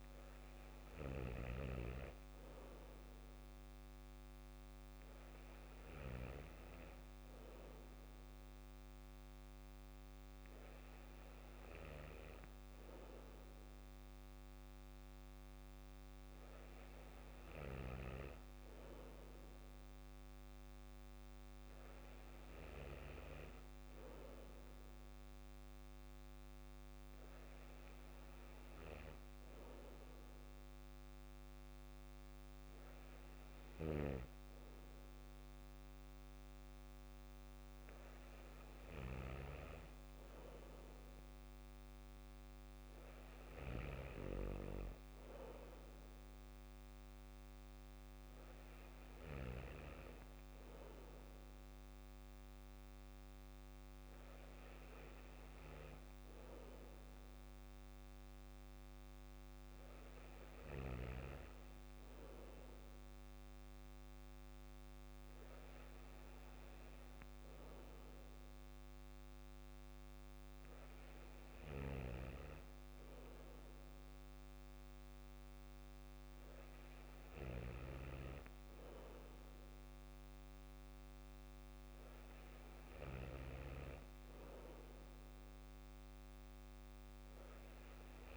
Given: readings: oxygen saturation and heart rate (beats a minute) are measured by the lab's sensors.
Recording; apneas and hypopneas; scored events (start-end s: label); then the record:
breathing in sleep by a microphone on the trachea; none
none scored
From the record:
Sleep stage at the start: N2 (light sleep); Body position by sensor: on the back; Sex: male